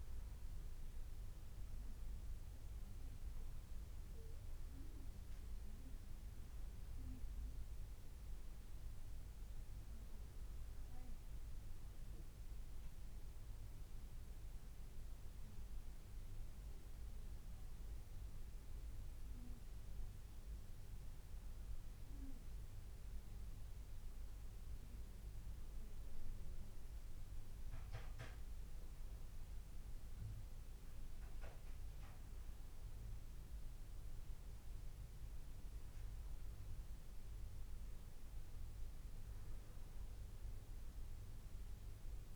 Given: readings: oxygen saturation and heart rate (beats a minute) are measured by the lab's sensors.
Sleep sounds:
breathing in sleep, hard to hear, by a room microphone; none
none scored
From the record:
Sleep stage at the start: N2 (light sleep); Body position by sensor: on the back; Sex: male

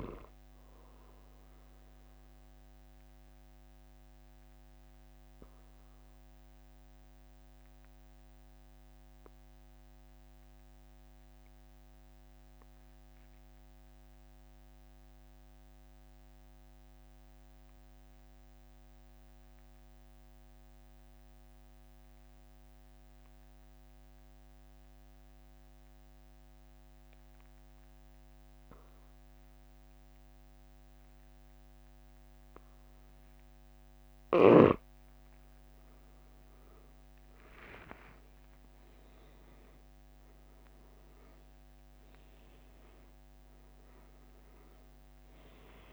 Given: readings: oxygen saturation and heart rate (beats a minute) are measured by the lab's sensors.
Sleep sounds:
breathing in sleep, hard to hear, by a microphone on the trachea; 1
0.00-18.00 s: oxygen desaturation (device-marked, oxygen 91% lowest, heart rate 42 extreme)
3.50-34.50 s: obstructive apnea (oxygen 97% before, 91% lowest, heart rate 46 before, 42 extreme, up 6 after)
36.00-45.93 s: oxygen desaturation (device-marked, oxygen 97% before, 91% lowest, heart rate 44 before, 41 extreme)
37.50-42.00 s: arousal
From the record:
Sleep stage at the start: N2 (light sleep); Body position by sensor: on the back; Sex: male

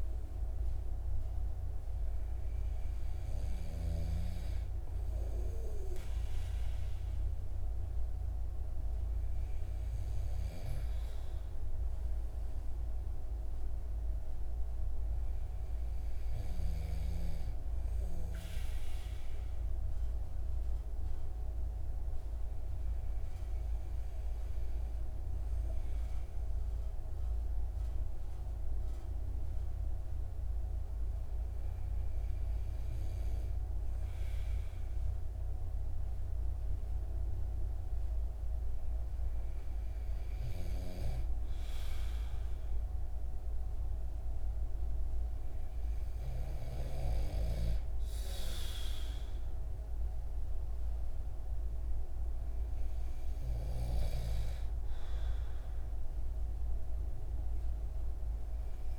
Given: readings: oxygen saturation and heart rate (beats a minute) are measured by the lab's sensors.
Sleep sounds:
breathing in sleep by a room microphone; 1
0.00-2.00 s: arousal
26.00-47.00 s: hypopnea (oxygen 95% before, 93% lowest)
From the record:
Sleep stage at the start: N2 (light sleep); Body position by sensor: on the right side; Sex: male

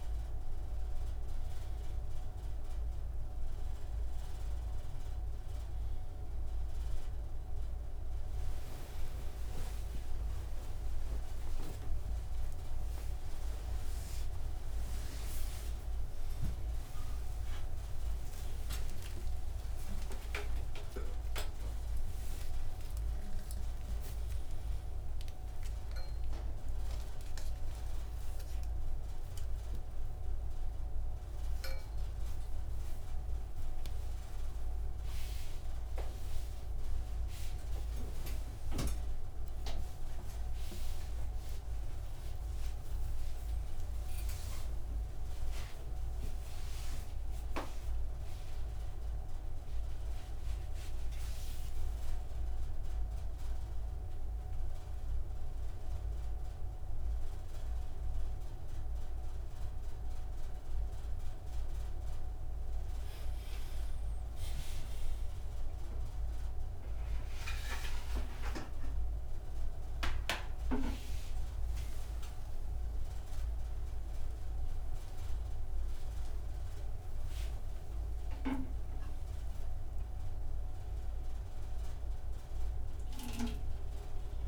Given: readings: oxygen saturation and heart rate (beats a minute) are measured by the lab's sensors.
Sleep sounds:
a person awake in a sleep study, by a room microphone; none
none scored
From the record:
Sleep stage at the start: awake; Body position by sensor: on the front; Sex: male

